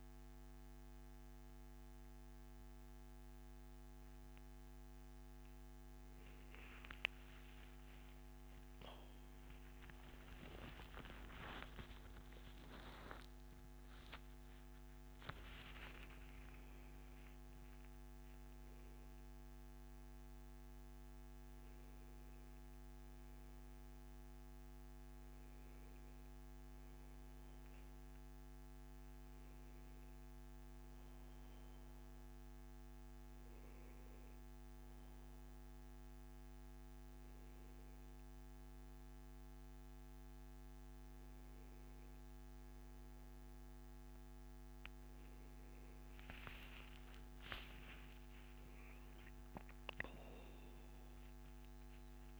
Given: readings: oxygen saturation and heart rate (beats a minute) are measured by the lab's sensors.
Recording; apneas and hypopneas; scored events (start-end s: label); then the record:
a person awake in a sleep study, by a microphone on the trachea; none
none scored
From the record:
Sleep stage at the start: awake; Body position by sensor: on the back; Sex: male